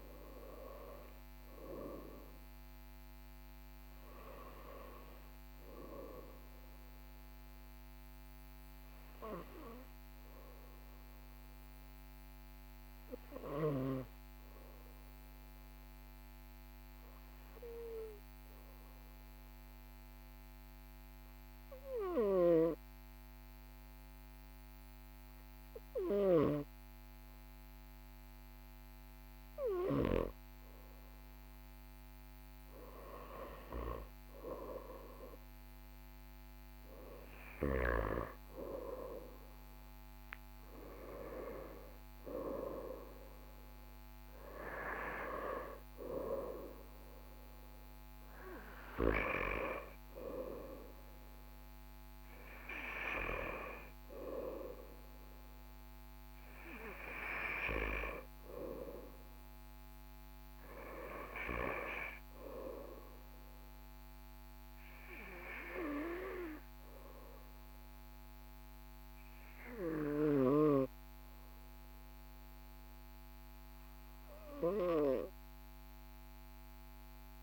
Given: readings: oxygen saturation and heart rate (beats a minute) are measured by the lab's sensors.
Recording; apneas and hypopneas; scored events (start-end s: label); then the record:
breathing in sleep by a microphone on the trachea; 1
17.50-32.50 s: hypopnea (oxygen 98% before, 96% lowest, heart rate 44 before, 42 extreme, up 2 after)
35.00-39.50 s: arousal
From the record:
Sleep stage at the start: N2 (light sleep); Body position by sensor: on the right side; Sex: male